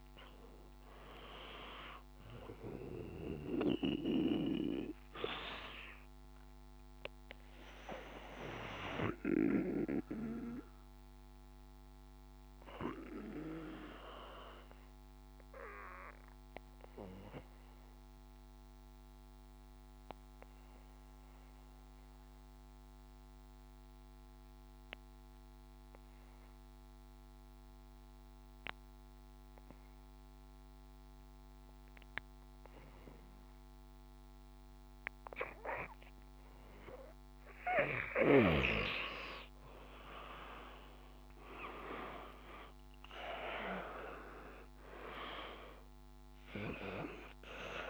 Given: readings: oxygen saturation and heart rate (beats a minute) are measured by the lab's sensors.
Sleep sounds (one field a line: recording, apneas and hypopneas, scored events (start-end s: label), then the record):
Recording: breathing in sleep by a microphone on the trachea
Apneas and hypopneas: 1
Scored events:
0.00-20.50 s: oxygen desaturation (device-marked, oxygen 88% lowest, heart rate 50 extreme)
6.00-35.50 s: obstructive apnea (oxygen 97% before, 88% lowest, heart rate 55 before, 50 extreme, up 5 after)
37.50-47.90 s: oxygen desaturation (device-marked, oxygen 98% before, 89% lowest, heart rate 52 before, 50 extreme)
40.00-44.50 s: arousal
From the record:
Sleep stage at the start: N2 (light sleep)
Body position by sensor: on the back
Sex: male